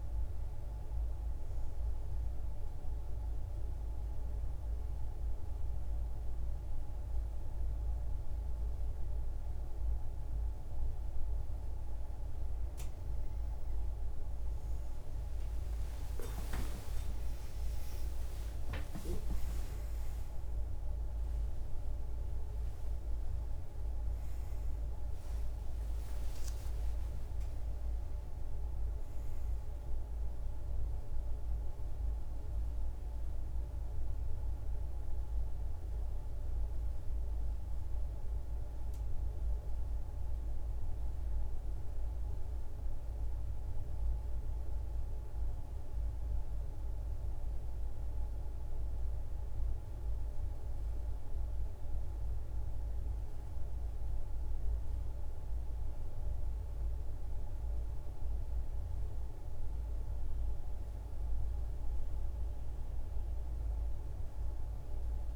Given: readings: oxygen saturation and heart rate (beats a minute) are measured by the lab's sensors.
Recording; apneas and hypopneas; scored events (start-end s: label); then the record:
breathing in sleep, hard to hear, by a room microphone; 1
2.00-12.00 s: central apnea (oxygen 98% before, 95% lowest, heart rate 71 before, 64 extreme, up 37 after)
15.50-20.50 s: arousal
62.00-65.36 s: new sleep stage, N2 (light sleep)
From the record:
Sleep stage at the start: N1 (lightest sleep); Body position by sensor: on the back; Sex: female